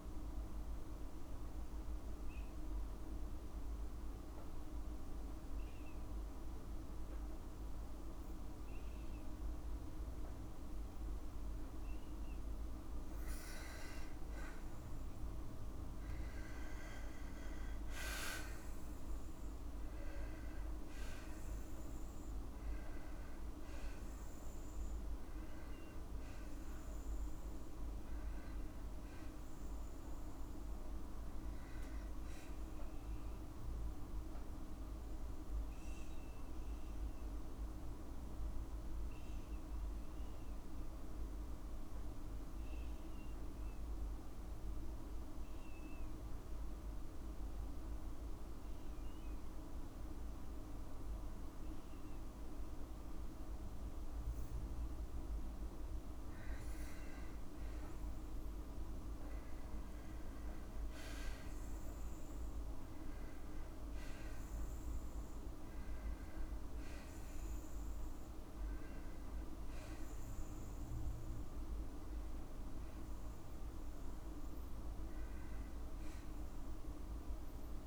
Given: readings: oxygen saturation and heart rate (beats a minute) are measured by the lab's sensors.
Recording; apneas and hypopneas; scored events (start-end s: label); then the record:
breathing in sleep, hard to hear, by a room microphone; 1
19.00-23.50 s: arousal
35.50-55.00 s: obstructive apnea (oxygen 97% before, 93% lowest, heart rate 57 before, 52 extreme, up 13 after)
48.50-60.50 s: oxygen desaturation (device-marked, oxygen 96% before, 93% lowest, heart rate 54 before, 53 extreme)
60.00-62.00 s: long interval between heartbeats (device-marked, heart rate 54 before, 63 extreme)
61.50-65.50 s: arousal
From the record:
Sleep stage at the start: N2 (light sleep); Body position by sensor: on the back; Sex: female